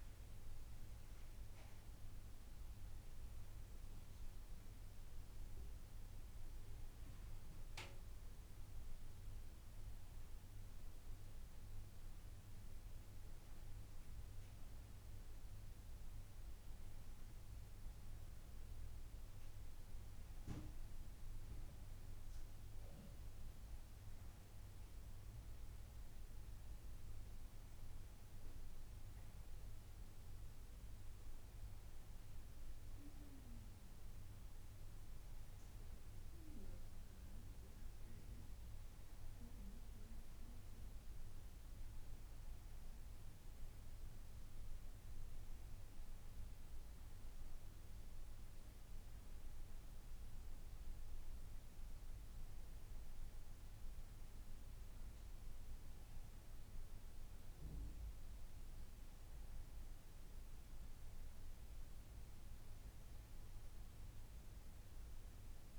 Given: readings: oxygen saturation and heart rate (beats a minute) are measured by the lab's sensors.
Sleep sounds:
a person awake in a sleep study, hard to hear, by a room microphone; none
none scored
From the record:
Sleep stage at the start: awake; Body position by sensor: on the front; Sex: female

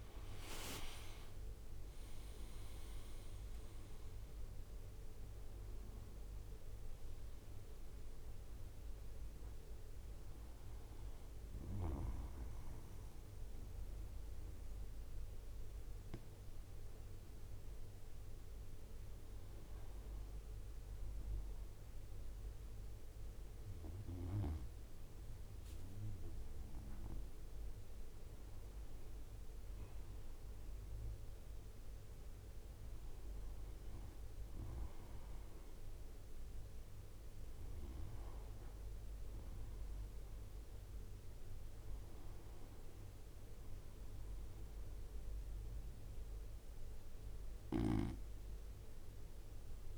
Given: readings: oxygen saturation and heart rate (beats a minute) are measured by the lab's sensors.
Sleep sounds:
breathing in sleep by a room microphone; 1
0.00-17.50 s: oxygen desaturation (device-marked, oxygen 91% lowest, heart rate 66 extreme)
12.50-26.00 s: hypopnea (oxygen 97% before, 93% lowest, heart rate 70 before, 68 extreme, up 3 after)
19.50-49.98 s: new sleep stage, N2 (light sleep)
28.00-31.00 s: arousal
From the record:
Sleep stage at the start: N1 (lightest sleep); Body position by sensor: on the right side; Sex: male

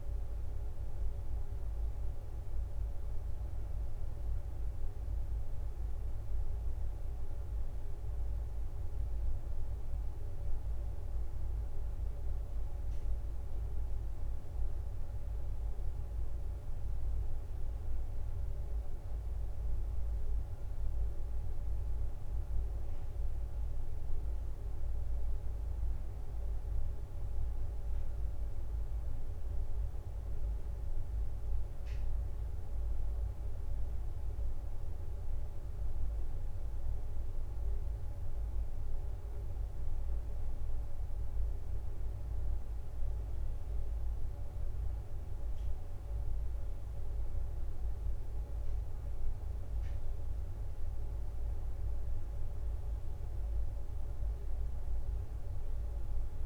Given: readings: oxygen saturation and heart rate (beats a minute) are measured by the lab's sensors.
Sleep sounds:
breathing in sleep, hard to hear, by a room microphone; none
25.50-30.00 s: arousal
From the record:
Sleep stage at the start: N2 (light sleep); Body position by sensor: on the back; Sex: female

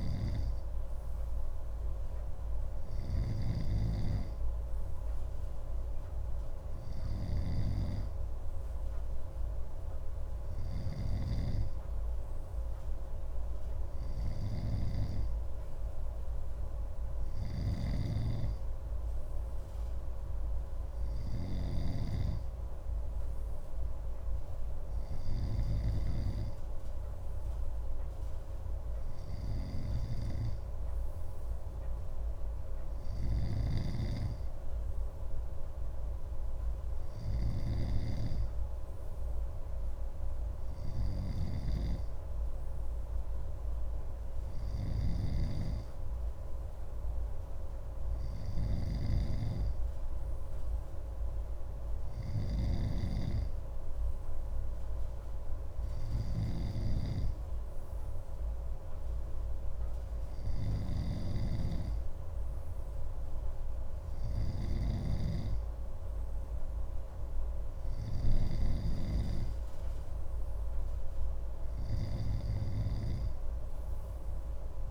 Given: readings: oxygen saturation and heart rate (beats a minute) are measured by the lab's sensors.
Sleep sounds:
breathing in sleep by a room microphone; none
0.00-26.00 s: snoring (device-marked)
33.00-38.00 s: snoring (device-marked)
44.50-68.50 s: snoring (device-marked)
From the record:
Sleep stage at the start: N2 (light sleep); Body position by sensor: on the left side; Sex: male

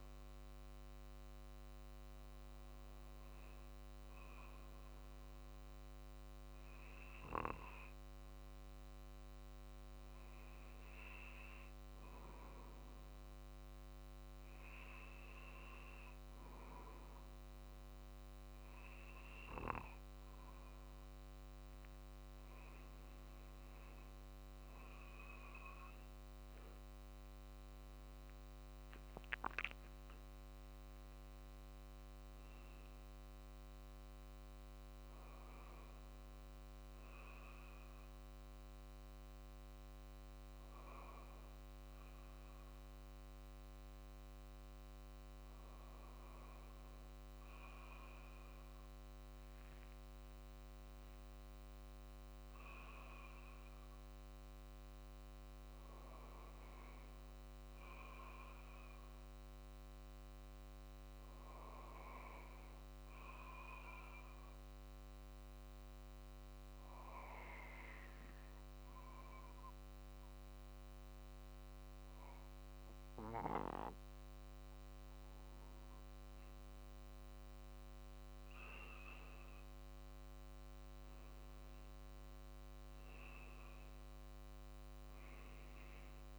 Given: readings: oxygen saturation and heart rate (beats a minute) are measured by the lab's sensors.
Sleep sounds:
breathing in sleep by a microphone on the trachea; 3
12.50-23.00 s: obstructive apnea (oxygen 98% before, 94% lowest, heart rate 49 before, 44 extreme, up 4 after)
25.00-29.00 s: arousal
35.00-46.50 s: hypopnea (oxygen 98% before, 94% lowest, heart rate 49 before, 44 extreme, up 3 after)
48.00-51.50 s: arousal
61.50-75.00 s: obstructive apnea (oxygen 96% before, 94% lowest, heart rate 45 before, 46 extreme, up 4 after)
77.50-80.50 s: arousal
80.00-86.38 s: drop in pulse transit time (device-marked, heart rate 47 before, 47 extreme)
From the record:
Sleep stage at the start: N2 (light sleep); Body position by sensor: on the back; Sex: male

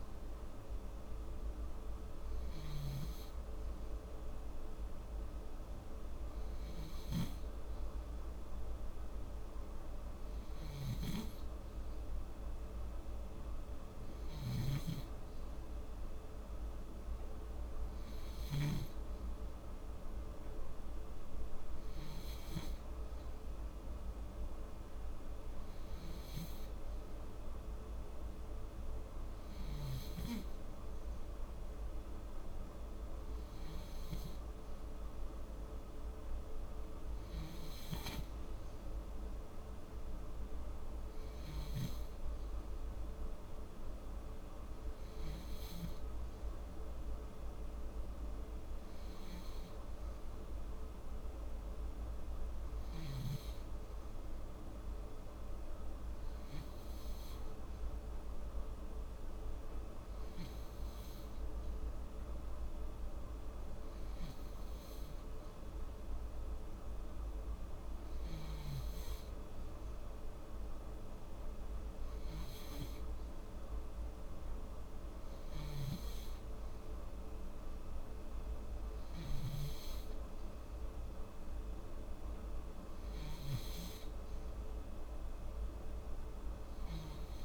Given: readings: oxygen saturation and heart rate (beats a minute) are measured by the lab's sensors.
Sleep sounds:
breathing in sleep, hard to hear, by a room microphone; none
10.50-19.00 s: snoring (device-marked)
From the record:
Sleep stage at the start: N3 (deep sleep); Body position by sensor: on the back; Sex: female

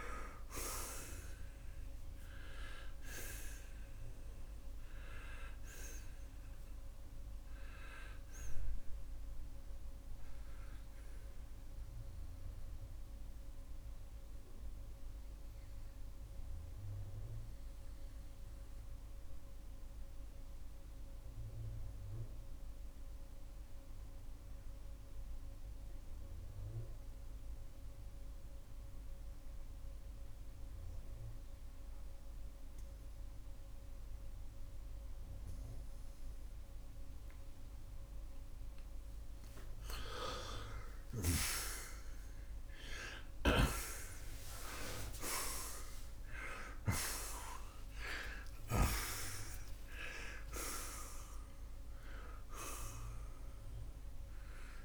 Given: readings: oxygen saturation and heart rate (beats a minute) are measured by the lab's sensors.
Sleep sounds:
breathing in sleep by a room microphone; 1
5.50-9.50 s: oxygen desaturation (device-marked, oxygen 93% before, 90% lowest, heart rate 95 before, 60 extreme)
10.50-37.50 s: obstructive apnea (oxygen 93% before, 84% lowest, heart rate 96 before, 60 extreme, up 16 after)
20.50-36.50 s: oxygen desaturation (device-marked, oxygen 91% before, 84% lowest, heart rate 80 before, 67 extreme)
41.50-45.00 s: arousal
From the record:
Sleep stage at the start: N2 (light sleep); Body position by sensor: on the right side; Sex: male

